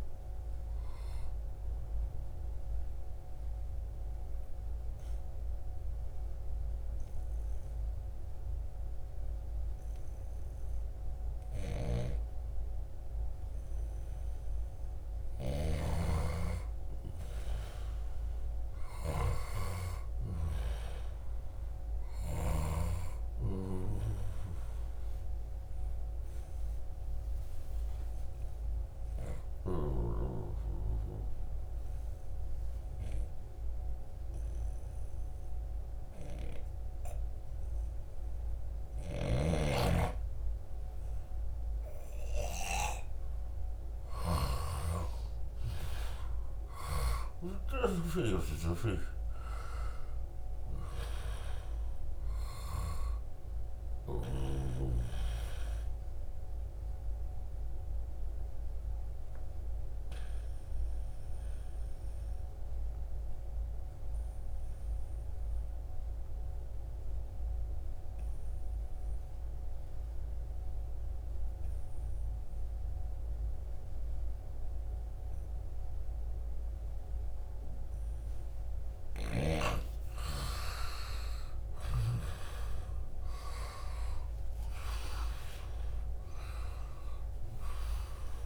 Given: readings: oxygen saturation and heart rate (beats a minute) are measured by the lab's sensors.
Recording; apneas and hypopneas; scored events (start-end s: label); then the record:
breathing in sleep by a room microphone; 3
0.00-9.50 s: oxygen desaturation (device-marked, oxygen 89% lowest, heart rate 70 extreme)
2.50-13.50 s: obstructive apnea (oxygen 94% before, 89% lowest, heart rate 76 before, 70 extreme, up 1 after)
15.50-21.50 s: arousal
28.50-39.00 s: obstructive apnea (oxygen 95% before, 89% lowest, heart rate 73 before, 70 extreme, up 2 after)
38.00-47.50 s: snoring (device-marked)
41.50-46.50 s: arousal
48.50-64.50 s: oxygen desaturation (device-marked, oxygen 94% before, 89% lowest, heart rate 73 before, 66 extreme)
59.00-78.00 s: mixed apnea (oxygen 94% before, 89% lowest, heart rate 75 before, 66 extreme, up 6 after)
76.50-88.45 s: oxygen desaturation (device-marked, oxygen 95% before, 90% lowest, heart rate 72 before, 67 extreme)
80.00-83.50 s: arousal
From the record:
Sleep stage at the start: N2 (light sleep); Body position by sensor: on the back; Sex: male